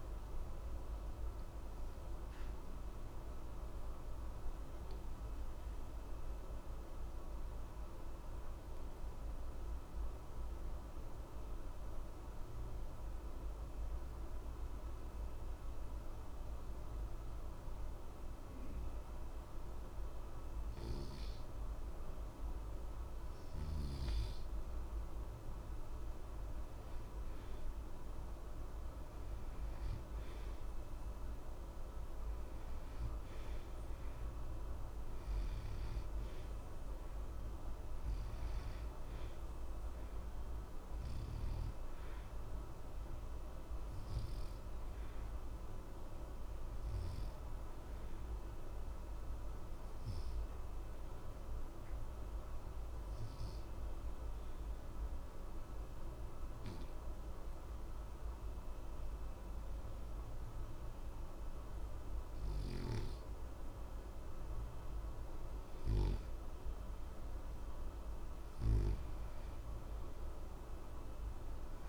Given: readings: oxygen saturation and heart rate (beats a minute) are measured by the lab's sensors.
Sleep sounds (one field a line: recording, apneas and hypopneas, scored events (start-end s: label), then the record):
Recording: breathing in sleep, hard to hear, by a room microphone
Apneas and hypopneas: 2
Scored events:
0.00-14.50 s: oxygen desaturation (device-marked, oxygen 87% lowest, heart rate 60 extreme)
4.00-21.50 s: central apnea (oxygen 93% before, 87% lowest, heart rate 60 before, 60 extreme, up 0 after)
24.50-28.50 s: arousal
31.50-59.50 s: oxygen desaturation (device-marked, oxygen 94% before, 87% lowest, heart rate 60 before, 60 extreme)
41.50-66.00 s: mixed apnea (oxygen 94% before, 87% lowest, heart rate 61 before, 60 extreme, up 2 after)
68.00-71.88 s: arousal
From the record:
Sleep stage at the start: N2 (light sleep)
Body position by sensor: on the back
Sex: male